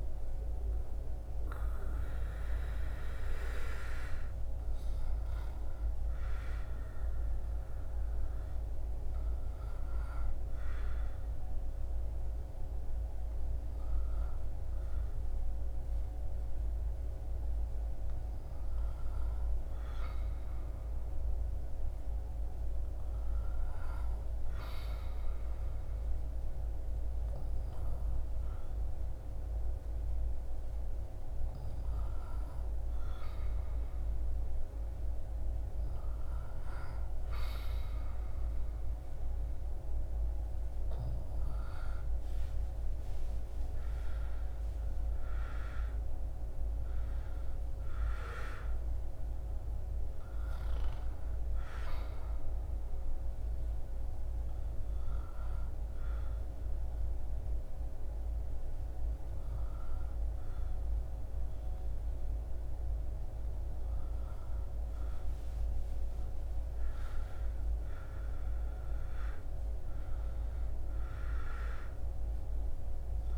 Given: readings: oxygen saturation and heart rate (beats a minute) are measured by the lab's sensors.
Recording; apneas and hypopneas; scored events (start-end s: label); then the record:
breathing in sleep, hard to hear, by a room microphone; 2
0.00-21.00 s: oxygen desaturation (device-marked, oxygen 96% before, 81% lowest, heart rate 79 before, 71 extreme)
8.00-20.50 s: hypopnea (oxygen 97% before, 81% lowest, heart rate 78 before, 74 extreme)
22.00-26.50 s: arousal
48.50-52.00 s: arousal
54.50-64.50 s: hypopnea (oxygen 100% before, 96% lowest, heart rate 82 before, 71 extreme, up 12 after)
66.00-70.00 s: arousal
From the record:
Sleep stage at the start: N2 (light sleep); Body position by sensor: on the back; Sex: male